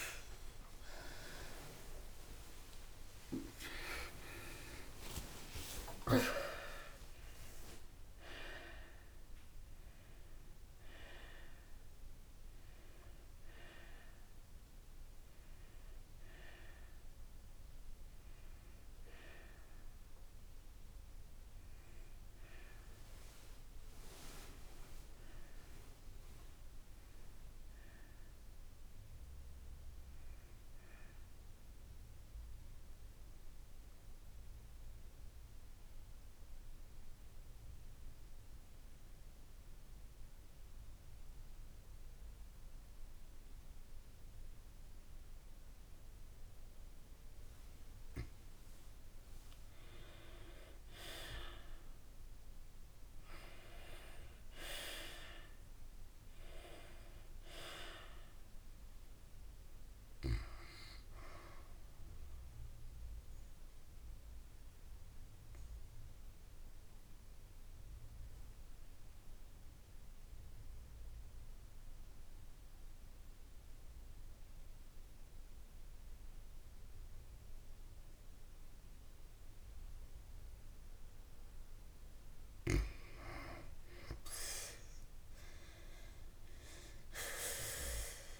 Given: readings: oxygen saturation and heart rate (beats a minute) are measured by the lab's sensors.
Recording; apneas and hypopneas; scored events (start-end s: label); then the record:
breathing in sleep by a room microphone; 2
0.00-2.50 s: oxygen desaturation (device-marked, oxygen 88% lowest, heart rate 43 extreme)
1.50-6.50 s: arousal
27.00-30.00 s: arousal
32.00-49.00 s: mixed apnea (oxygen 96% before, 89% lowest, heart rate 62 before, 54 extreme, up 2 after)
33.50-55.50 s: oxygen desaturation (device-marked, oxygen 96% before, 89% lowest, heart rate 61 before, 53 extreme)
51.00-54.00 s: arousal
63.50-80.50 s: obstructive apnea (oxygen 98% before, 91% lowest, heart rate 56 before, 53 extreme, up 15 after)
83.00-85.50 s: arousal
85.50-88.40 s: oxygen desaturation (device-marked, oxygen 98% before, 91% lowest, heart rate 56 before, 55 extreme)
From the record:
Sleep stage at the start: N2 (light sleep); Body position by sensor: on the back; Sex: female